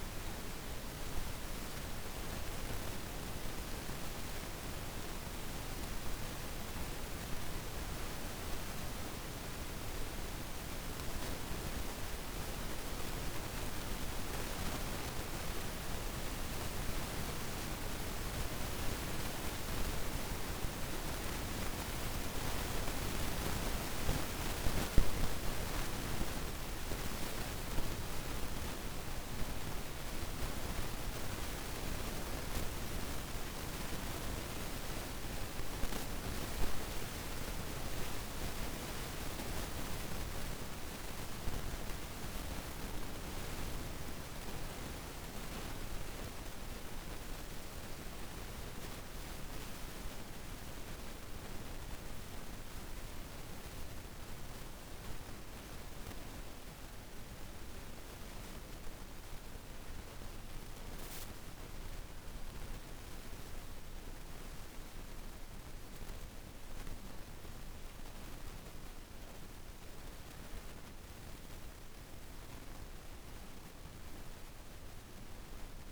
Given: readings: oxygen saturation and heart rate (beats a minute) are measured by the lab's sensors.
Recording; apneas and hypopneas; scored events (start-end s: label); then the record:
breathing in sleep by a room microphone; none
29.50-75.92 s: new sleep stage, N2 (light sleep)
From the record:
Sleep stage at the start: N1 (lightest sleep); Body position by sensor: on the back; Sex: female